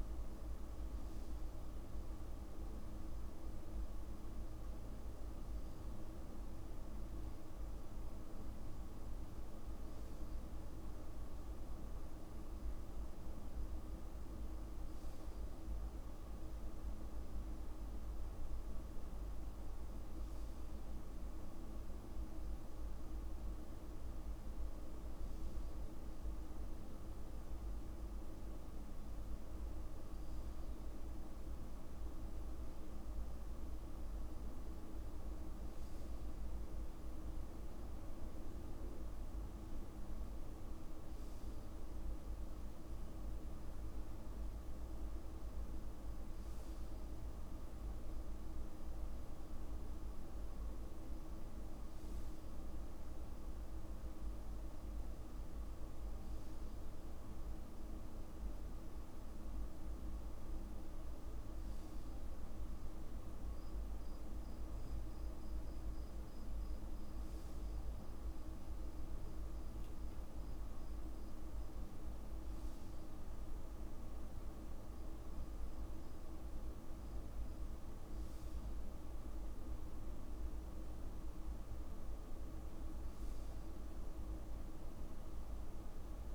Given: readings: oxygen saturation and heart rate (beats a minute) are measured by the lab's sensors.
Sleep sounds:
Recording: breathing in sleep, hard to hear, by a room microphone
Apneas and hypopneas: none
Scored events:
none scored
From the record:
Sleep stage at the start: N2 (light sleep)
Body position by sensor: on the back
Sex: male

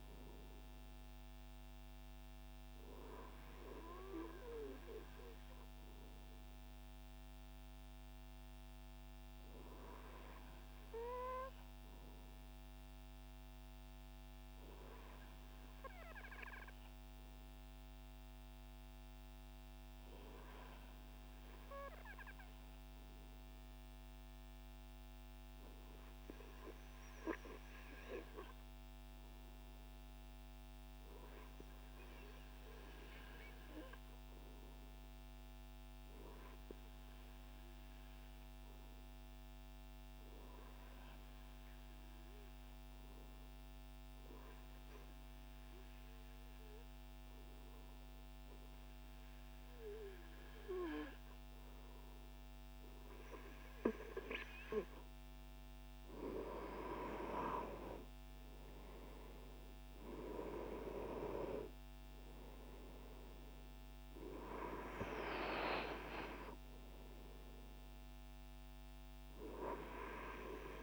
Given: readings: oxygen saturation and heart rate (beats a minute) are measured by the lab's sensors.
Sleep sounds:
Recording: breathing in sleep by a microphone on the trachea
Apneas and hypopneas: 1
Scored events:
9.00-54.50 s: obstructive apnea (oxygen 98% before, 94% lowest, heart rate 60 before, 57 extreme, up 8 after)
56.50-61.00 s: arousal
From the record:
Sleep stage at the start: REM sleep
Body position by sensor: on the front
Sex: male

